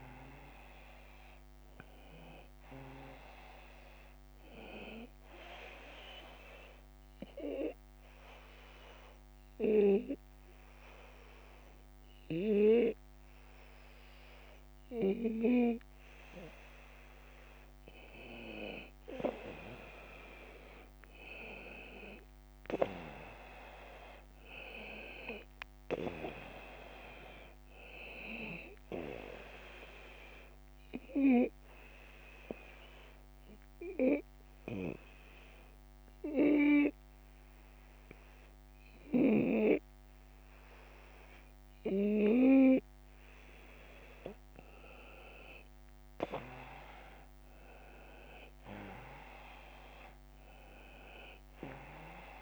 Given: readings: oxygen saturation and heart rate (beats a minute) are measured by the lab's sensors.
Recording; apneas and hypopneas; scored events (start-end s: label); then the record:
breathing in sleep by a microphone on the trachea; 2
6.00-17.00 s: obstructive apnea (oxygen 94% before, 89% lowest)
10.50-12.50 s: long interval between heartbeats (device-marked)
20.00-24.00 s: arousal
30.00-43.50 s: obstructive apnea (oxygen 94% before, 89% lowest)
37.50-39.50 s: long interval between heartbeats (device-marked)
46.00-52.00 s: arousal
49.50-52.42 s: oxygen desaturation (device-marked, oxygen 94% before, 89% lowest)
From the record:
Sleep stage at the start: N2 (light sleep); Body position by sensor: on the right side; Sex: male